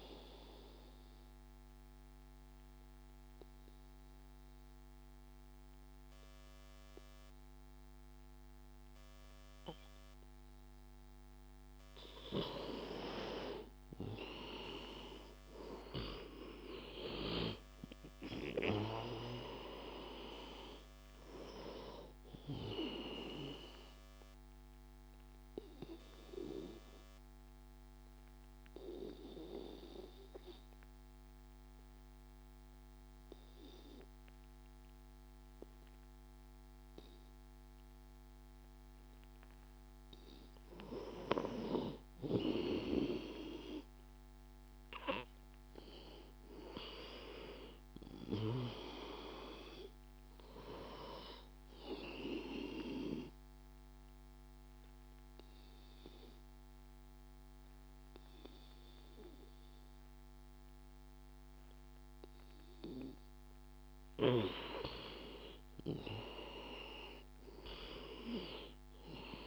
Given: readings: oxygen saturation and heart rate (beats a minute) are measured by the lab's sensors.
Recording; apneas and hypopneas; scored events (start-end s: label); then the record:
breathing in sleep by a microphone on the trachea; 3
0.50-11.50 s: obstructive apnea (oxygen 96% before, 91% lowest, heart rate 86 before, 74 extreme, up 11 after)
13.50-18.00 s: arousal
18.00-36.00 s: oxygen desaturation (device-marked, oxygen 97% before, 91% lowest, heart rate 78 before, 74 extreme)
24.00-40.50 s: obstructive apnea (oxygen 97% before, 91% lowest, heart rate 79 before, 74 extreme, up 7 after)
42.00-46.00 s: arousal
52.50-64.00 s: obstructive apnea (oxygen 98% before, 92% lowest, heart rate 79 before, 77 extreme, up 7 after)
55.00-59.00 s: oxygen desaturation (device-marked, oxygen 98% before, 93% lowest, heart rate 80 before, 80 extreme)
65.50-69.47 s: arousal
From the record:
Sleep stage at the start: N2 (light sleep); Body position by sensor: on the back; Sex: male